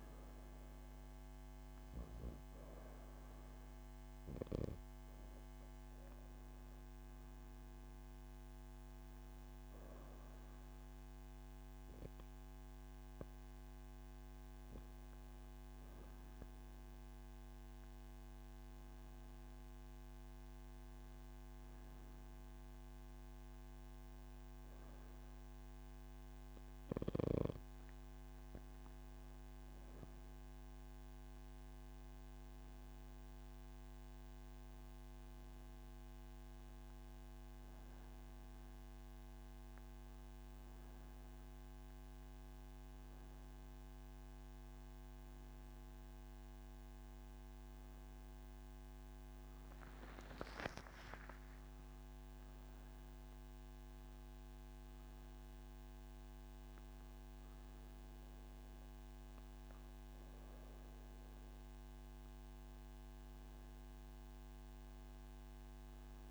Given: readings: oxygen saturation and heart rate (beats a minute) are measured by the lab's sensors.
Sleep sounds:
breathing in sleep, hard to hear, by a microphone on the trachea; none
none scored
From the record:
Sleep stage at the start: N3 (deep sleep); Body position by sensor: on the right side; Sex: female

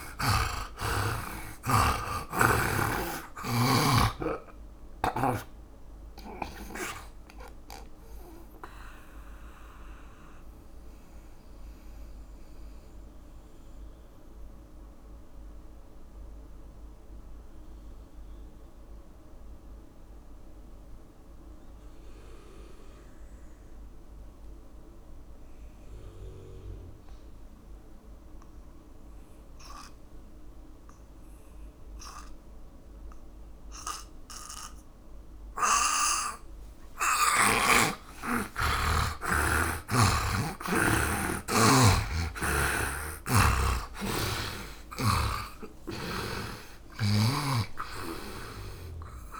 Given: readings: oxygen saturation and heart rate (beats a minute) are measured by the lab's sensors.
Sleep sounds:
breathing in sleep by a room microphone; 1
0.00-1.00 s: arousal
0.00-25.50 s: oxygen desaturation (device-marked, oxygen 77% lowest, heart rate 49 extreme)
8.00-37.00 s: mixed apnea (oxygen 100% before, 77% lowest, heart rate 68 before, 49 extreme, up 16 after)
32.50-49.40 s: oxygen desaturation (device-marked, oxygen 100% before, 77% lowest, heart rate 61 before, 49 extreme)
39.00-44.50 s: arousal
From the record:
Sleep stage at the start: N2 (light sleep); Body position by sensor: on the right side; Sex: male

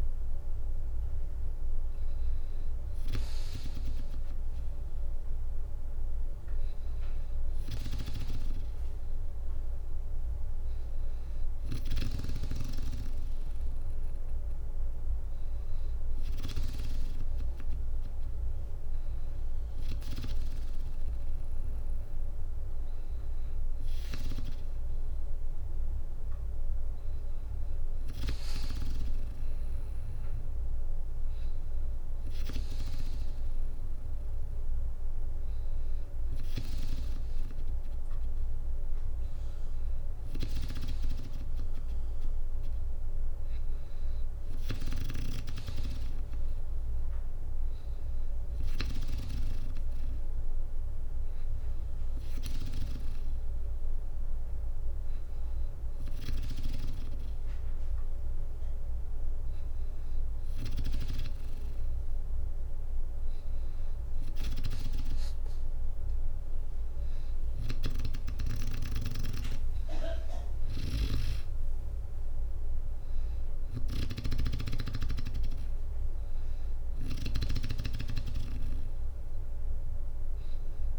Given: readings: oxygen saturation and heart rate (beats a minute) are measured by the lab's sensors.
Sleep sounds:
breathing in sleep by a room microphone; none
39.50-44.50 s: snoring (device-marked)
63.50-68.00 s: snoring (device-marked)
69.50-80.99 s: drop in pulse transit time (device-marked, heart rate 63 before, 61 extreme)
70.00-80.99 s: snoring (device-marked)
77.50-80.00 s: arousal
From the record:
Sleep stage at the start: N2 (light sleep); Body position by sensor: on the back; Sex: female

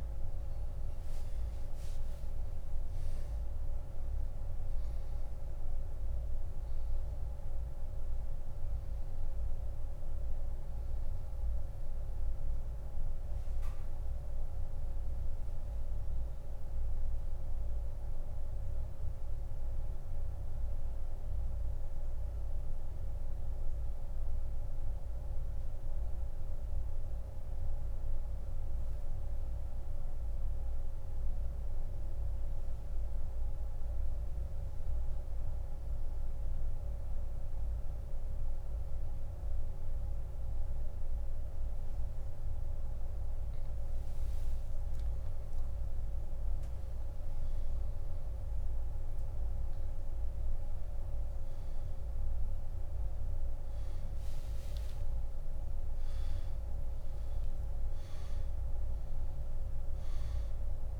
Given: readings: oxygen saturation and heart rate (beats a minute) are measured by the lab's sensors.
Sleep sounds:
breathing in sleep, hard to hear, by a room microphone; 1
12.00-40.00 s: oxygen desaturation (device-marked, oxygen 96% before, 88% lowest, heart rate 69 before, 44 extreme)
13.00-43.00 s: mixed apnea (oxygen 99% before, 88% lowest, heart rate 67 before, 44 extreme, up 25 after)
45.00-48.00 s: arousal
From the record:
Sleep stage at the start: N2 (light sleep); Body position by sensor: on the back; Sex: male

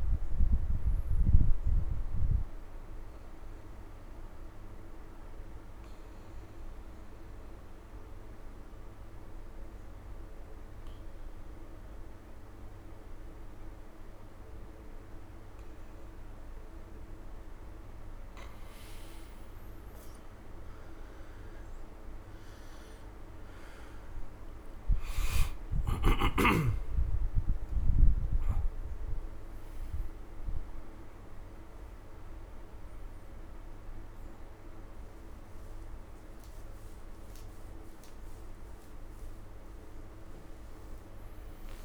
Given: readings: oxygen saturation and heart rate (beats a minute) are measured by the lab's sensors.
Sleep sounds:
breathing in sleep, hard to hear, by a room microphone; 1
0.00-2.00 s: oxygen desaturation (device-marked, oxygen 88% lowest)
2.50-17.50 s: obstructive apnea (oxygen 99% before, 88% lowest)
16.00-41.85 s: oxygen desaturation (device-marked, oxygen 99% before, 88% lowest)
22.00-27.00 s: arousal
From the record:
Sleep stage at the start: N2 (light sleep); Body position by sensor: on the right side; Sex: male

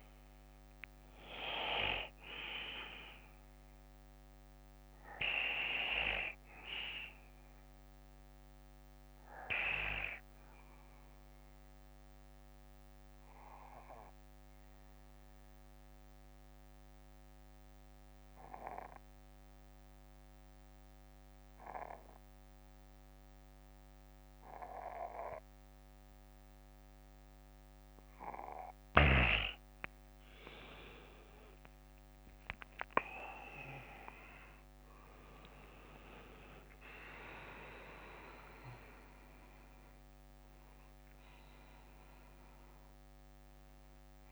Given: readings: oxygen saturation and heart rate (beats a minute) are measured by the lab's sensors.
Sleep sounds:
breathing in sleep by a microphone on the trachea; 1
0.00-4.00 s: oxygen desaturation (device-marked, oxygen 94% lowest, heart rate 50 extreme)
0.00-19.00 s: bradycardia (device-marked, heart rate 50 extreme)
10.00-25.00 s: oxygen desaturation (device-marked, oxygen 95% before, 91% lowest, heart rate 60 before, 52 extreme)
10.00-30.50 s: central apnea (oxygen 97% before, 91% lowest, heart rate 60 before, 44 extreme, up 15 after)
32.50-36.00 s: arousal
From the record:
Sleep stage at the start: N2 (light sleep); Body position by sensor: on the back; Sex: male

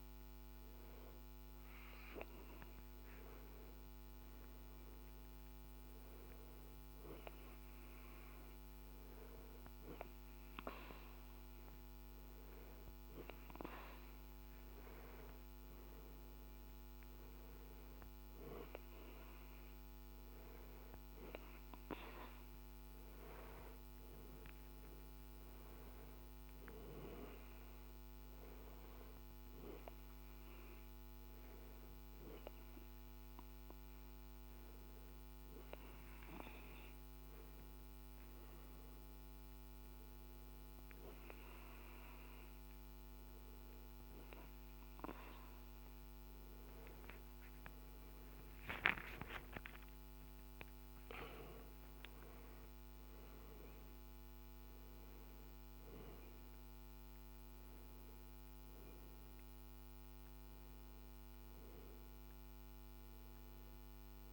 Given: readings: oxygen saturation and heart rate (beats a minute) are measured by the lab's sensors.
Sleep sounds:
breathing in sleep by a microphone on the trachea; none
46.50-51.00 s: arousal
From the record:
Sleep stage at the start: N2 (light sleep); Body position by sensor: on the back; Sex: male

